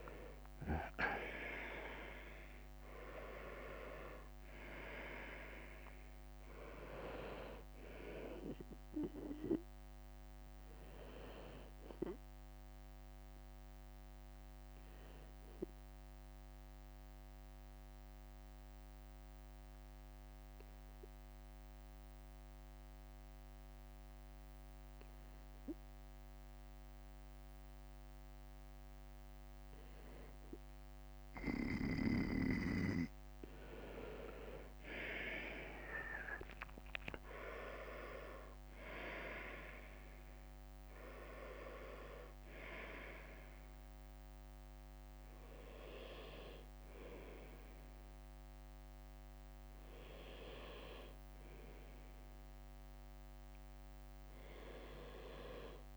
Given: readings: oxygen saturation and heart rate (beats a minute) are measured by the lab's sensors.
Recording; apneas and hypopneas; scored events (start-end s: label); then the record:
breathing in sleep by a microphone on the trachea; 1
0.00-2.00 s: arousal
0.00-6.00 s: leg movement (device-marked)
0.00-12.50 s: drop in pulse transit time (device-marked, heart rate 63 extreme)
11.50-30.50 s: bradycardia (device-marked, heart rate 63 before, 56 extreme)
15.00-29.50 s: obstructive apnea (oxygen 98% before, 94% lowest, heart rate 64 before, 54 extreme, up 7 after)
32.50-35.50 s: arousal
36.50-39.50 s: leg movement (device-marked)
37.50-46.50 s: oxygen desaturation (device-marked, oxygen 98% before, 94% lowest, heart rate 59 before, 54 extreme)
40.00-41.50 s: leg movement (device-marked)
42.50-55.97 s: bradycardia (device-marked, heart rate 63 before, 54 extreme)
From the record:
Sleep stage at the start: N2 (light sleep); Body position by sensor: on the right side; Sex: male